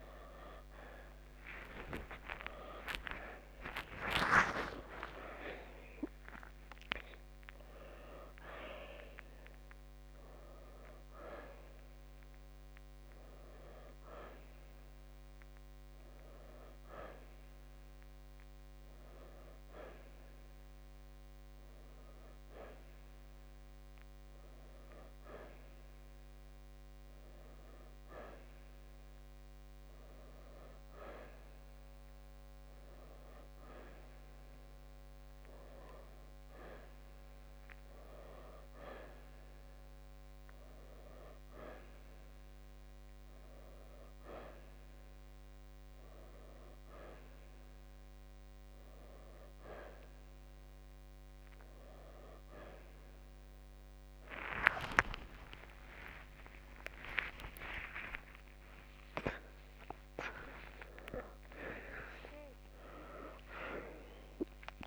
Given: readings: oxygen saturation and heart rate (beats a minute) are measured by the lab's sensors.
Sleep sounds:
breathing in sleep by a microphone on the trachea; none
0.50-5.50 s: arousal
9.00-24.00 s: oxygen desaturation (device-marked, oxygen 93% before, 89% lowest, heart rate 93 before, 64 extreme)
63.00-64.87 s: arousal
From the record:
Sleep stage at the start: N1 (lightest sleep); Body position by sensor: on the right side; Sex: male

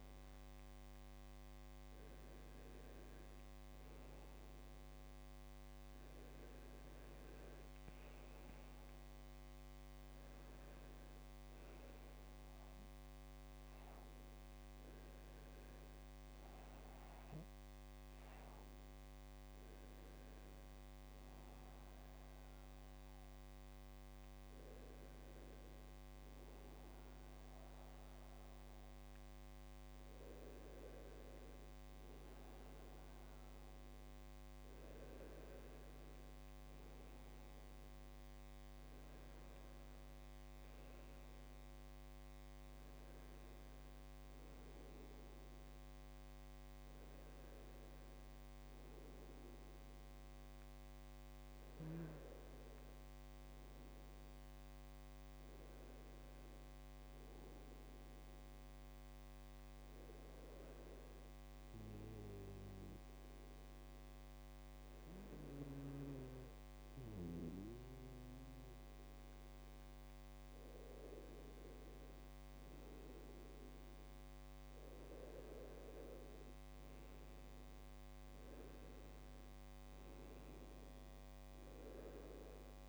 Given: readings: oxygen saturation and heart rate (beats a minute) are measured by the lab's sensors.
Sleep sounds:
a person partly awake in a sleep study, by a microphone on the trachea; 1
1.00-82.89 s: new sleep stage, N1 (lightest sleep)
60.00-71.00 s: obstructive apnea (oxygen 98% before, 95% lowest, heart rate 68 before, 64 extreme, up 0 after)
73.00-77.00 s: arousal
From the record:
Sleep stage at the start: awake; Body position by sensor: on the right side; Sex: male

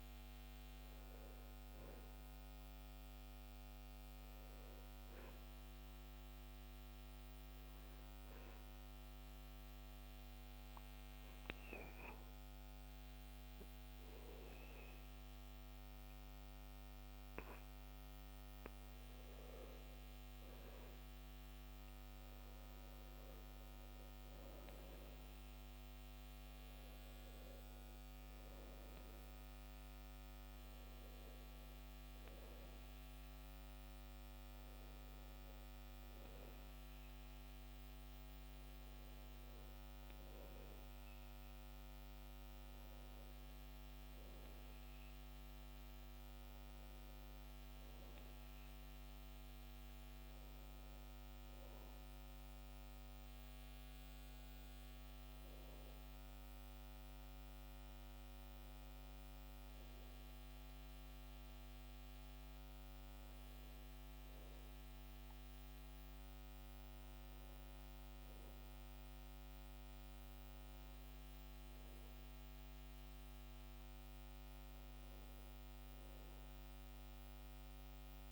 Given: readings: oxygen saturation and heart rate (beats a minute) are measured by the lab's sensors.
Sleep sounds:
breathing in sleep, hard to hear, by a microphone on the trachea; 1
8.50-18.50 s: obstructive apnea (oxygen 97% before, 91% lowest, heart rate 70 before, 69 extreme, up 5 after)
21.50-25.50 s: arousal
From the record:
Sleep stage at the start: REM sleep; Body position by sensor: on the back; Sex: male

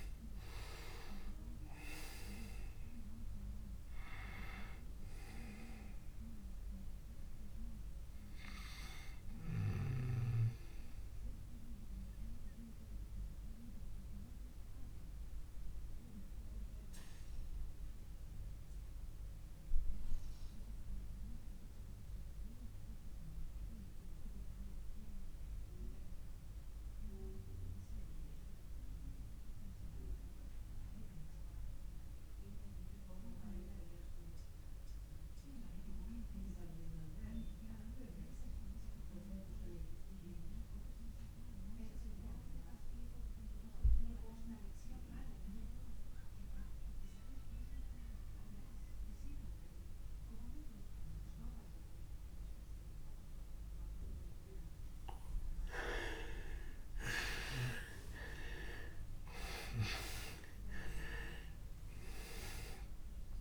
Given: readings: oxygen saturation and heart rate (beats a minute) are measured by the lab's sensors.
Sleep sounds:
breathing in sleep by a room microphone; 1
0.00-27.00 s: oxygen desaturation (device-marked, oxygen 84% lowest)
4.00-63.41 s: new sleep stage, REM sleep
9.00-55.50 s: obstructive apnea (oxygen 98% before, 83% lowest)
47.00-63.41 s: oxygen desaturation (device-marked, oxygen 99% before, 83% lowest)
57.50-62.00 s: arousal
From the record:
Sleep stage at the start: N2 (light sleep); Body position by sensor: on the back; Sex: male

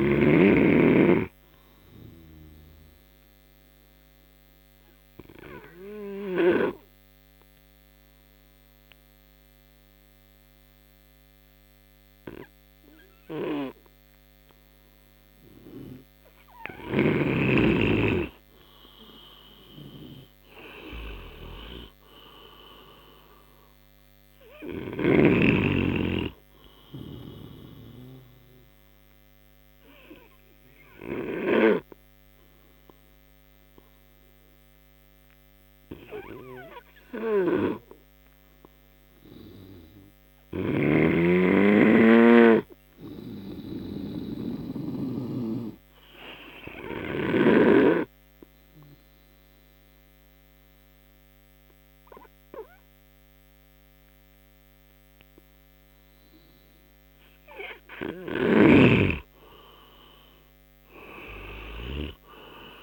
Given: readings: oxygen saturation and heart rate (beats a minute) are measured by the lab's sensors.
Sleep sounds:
breathing in sleep by a microphone on the trachea; 2
1.00-16.50 s: obstructive apnea (oxygen 95% before, 91% lowest, heart rate 70 before, 58 extreme, up 22 after)
14.00-20.00 s: oxygen desaturation (device-marked, oxygen 95% before, 91% lowest, heart rate 66 before, 60 extreme)
19.50-22.50 s: arousal
29.00-56.50 s: obstructive apnea (oxygen 96% before, 91% lowest, heart rate 68 before, 56 extreme, up 25 after)
34.00-43.00 s: oxygen desaturation (device-marked, oxygen 95% before, 92% lowest, heart rate 69 before, 62 extreme)
45.00-62.83 s: oxygen desaturation (device-marked, oxygen 96% before, 91% lowest, heart rate 66 before, 56 extreme)
59.50-62.50 s: arousal
From the record:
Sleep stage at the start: N2 (light sleep); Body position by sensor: on the right side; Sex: male

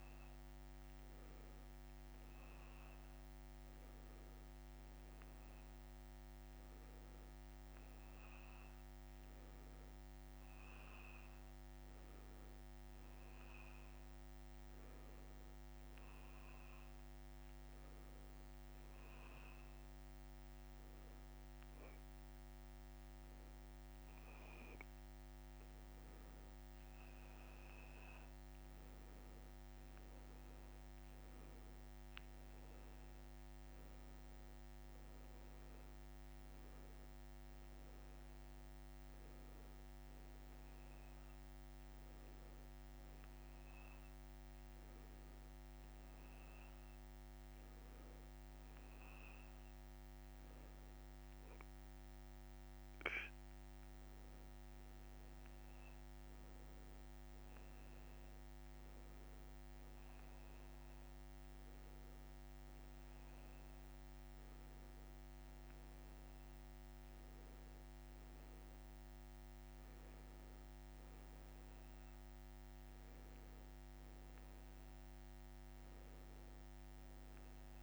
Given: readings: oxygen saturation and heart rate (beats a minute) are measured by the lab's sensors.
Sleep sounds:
breathing in sleep, hard to hear, by a microphone on the trachea; none
none scored
From the record:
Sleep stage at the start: N2 (light sleep); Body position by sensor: on the back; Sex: male

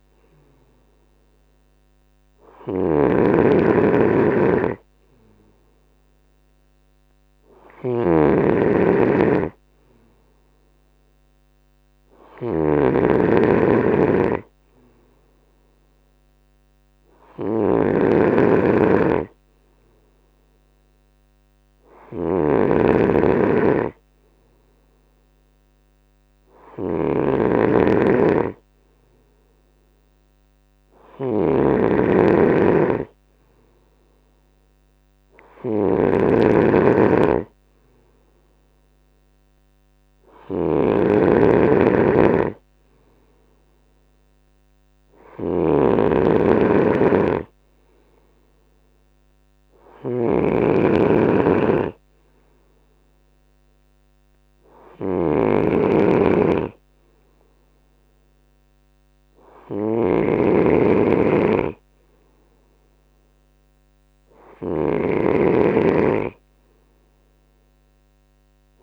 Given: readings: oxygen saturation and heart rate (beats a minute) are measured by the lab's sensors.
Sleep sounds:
breathing in sleep by a microphone on the trachea; none
0.00-68.83 s: snoring (device-marked)
48.00-60.00 s: drop in pulse transit time (device-marked, heart rate 73 before, 68 extreme)
From the record:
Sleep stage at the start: N2 (light sleep); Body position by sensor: on the right side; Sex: male

